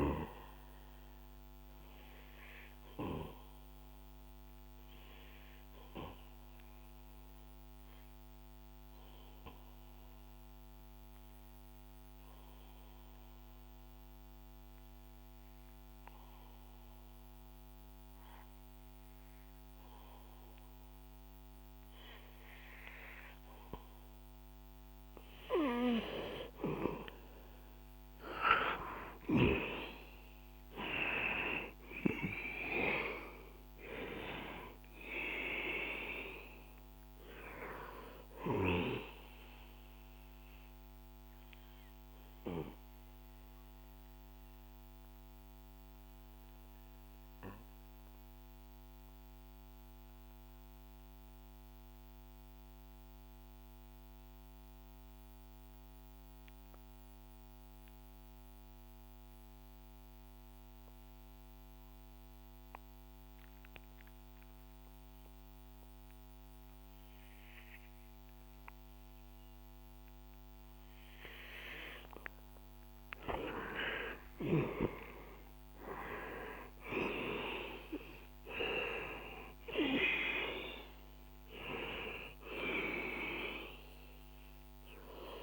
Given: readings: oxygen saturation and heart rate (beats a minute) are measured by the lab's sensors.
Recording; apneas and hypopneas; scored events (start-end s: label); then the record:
breathing in sleep by a microphone on the trachea; 2
0.00-20.50 s: oxygen desaturation (device-marked, oxygen 90% lowest, heart rate 61 extreme)
2.00-25.50 s: obstructive apnea (oxygen 99% before, 90% lowest, heart rate 64 before, 61 extreme, up 8 after)
28.50-33.00 s: arousal
40.00-73.00 s: obstructive apnea (oxygen 97% before, 89% lowest, heart rate 66 before, 61 extreme, up 10 after)
73.50-85.43 s: oxygen desaturation (device-marked, oxygen 98% before, 89% lowest, heart rate 64 before, 61 extreme)
74.50-79.50 s: arousal
From the record:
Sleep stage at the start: N2 (light sleep); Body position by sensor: on the back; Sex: male